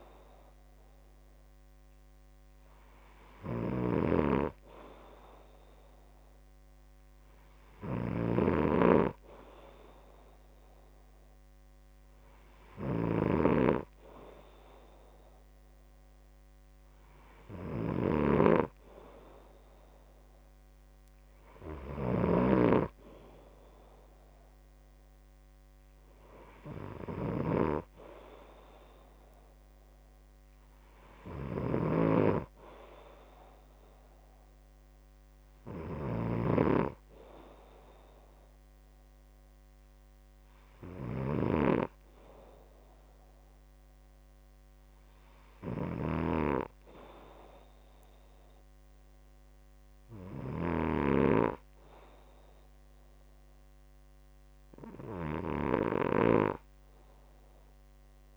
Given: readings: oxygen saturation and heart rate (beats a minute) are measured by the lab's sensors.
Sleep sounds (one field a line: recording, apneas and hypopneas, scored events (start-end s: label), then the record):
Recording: breathing in sleep by a microphone on the trachea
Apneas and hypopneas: none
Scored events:
8.50-14.00 s: snoring (device-marked)
From the record:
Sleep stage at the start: N2 (light sleep)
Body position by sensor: on the back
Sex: male